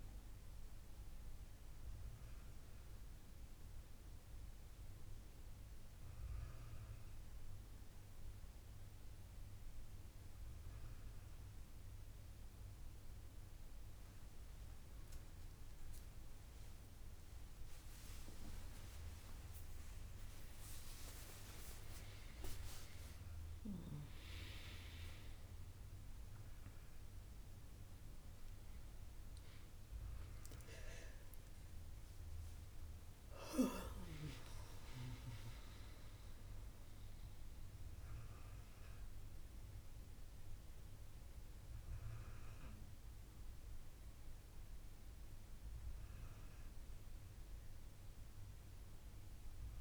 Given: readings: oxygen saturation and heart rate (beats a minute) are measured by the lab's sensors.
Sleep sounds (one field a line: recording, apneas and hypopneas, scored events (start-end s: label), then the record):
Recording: breathing in sleep by a room microphone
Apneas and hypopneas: 1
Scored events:
2.50-14.50 s: obstructive apnea (oxygen 97% before, 94% lowest, heart rate 75 before, 70 extreme, up 58 after)
19.50-24.00 s: arousal
19.50-49.81 s: oxygen desaturation (device-marked, oxygen 97% before, 94% lowest, heart rate 72 before, 70 extreme)
33.50-38.00 s: arousal
From the record:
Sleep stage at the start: N1 (lightest sleep)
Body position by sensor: on the back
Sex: female